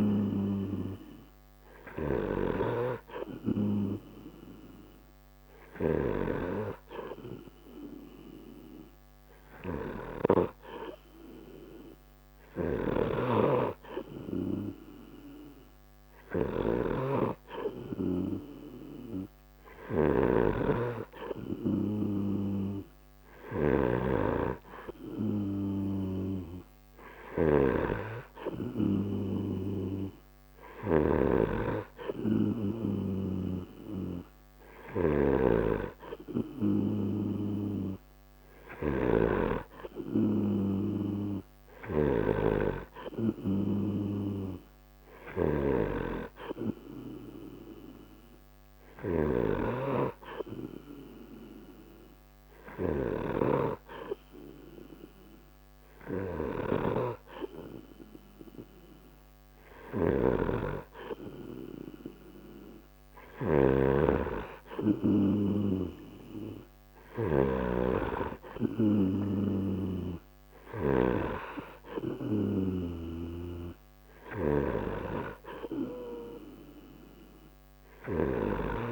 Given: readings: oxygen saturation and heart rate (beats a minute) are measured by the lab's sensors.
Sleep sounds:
breathing in sleep by a microphone on the trachea; none
0.00-6.50 s: snoring (device-marked)
12.50-78.92 s: snoring (device-marked)
From the record:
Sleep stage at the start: N3 (deep sleep); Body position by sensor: on the right side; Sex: male

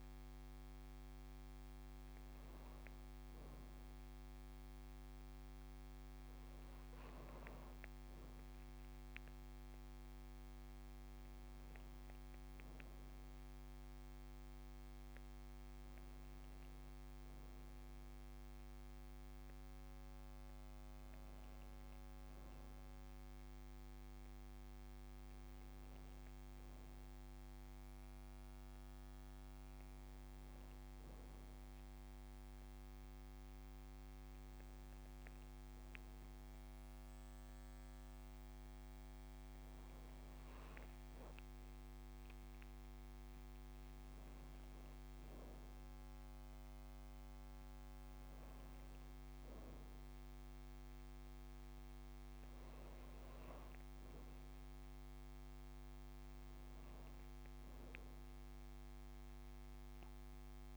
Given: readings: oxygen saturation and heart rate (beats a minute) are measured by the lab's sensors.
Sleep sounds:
breathing in sleep, hard to hear, by a microphone on the trachea; none
none scored
From the record:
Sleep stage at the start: N2 (light sleep); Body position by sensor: on the back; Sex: female

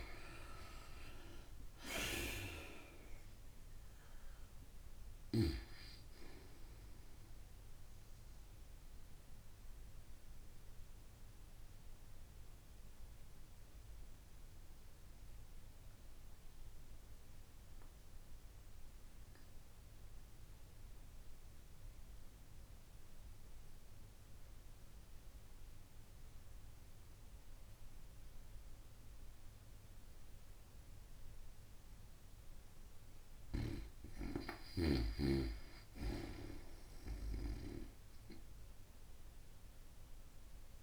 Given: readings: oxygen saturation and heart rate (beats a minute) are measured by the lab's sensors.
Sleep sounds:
breathing in sleep by a room microphone; 1
0.00-3.00 s: oxygen desaturation (device-marked, oxygen 90% lowest, heart rate 56 extreme)
9.50-33.00 s: obstructive apnea (oxygen 96% before, 89% lowest, heart rate 113 before, 53 extreme, up 19 after)
31.00-40.83 s: oxygen desaturation (device-marked, oxygen 96% before, 91% lowest, heart rate 100 before, 55 extreme)
35.50-40.00 s: arousal
From the record:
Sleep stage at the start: N2 (light sleep); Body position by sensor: on the back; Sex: female

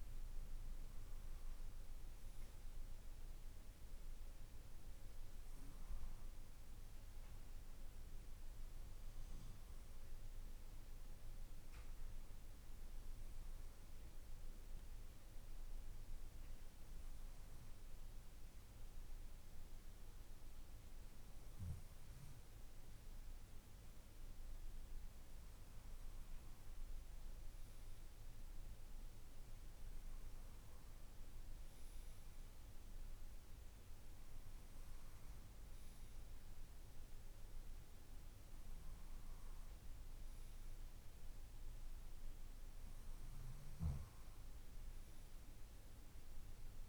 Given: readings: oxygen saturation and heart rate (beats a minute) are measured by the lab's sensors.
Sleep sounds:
breathing in sleep, hard to hear, by a room microphone; none
none scored
From the record:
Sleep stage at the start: N2 (light sleep); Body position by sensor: on the left side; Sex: male

